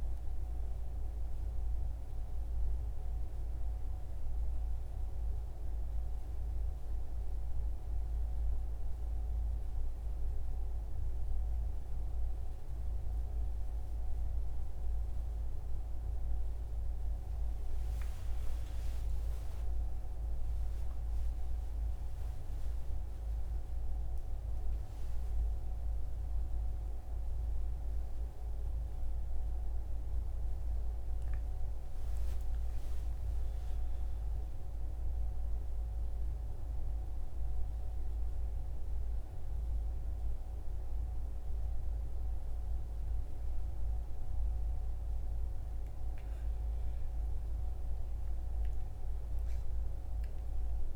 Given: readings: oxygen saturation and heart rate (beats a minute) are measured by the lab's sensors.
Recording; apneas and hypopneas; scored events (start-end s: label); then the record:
a person awake in a sleep study, hard to hear, by a room microphone; none
none scored
From the record:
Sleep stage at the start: awake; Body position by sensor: on the right side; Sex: male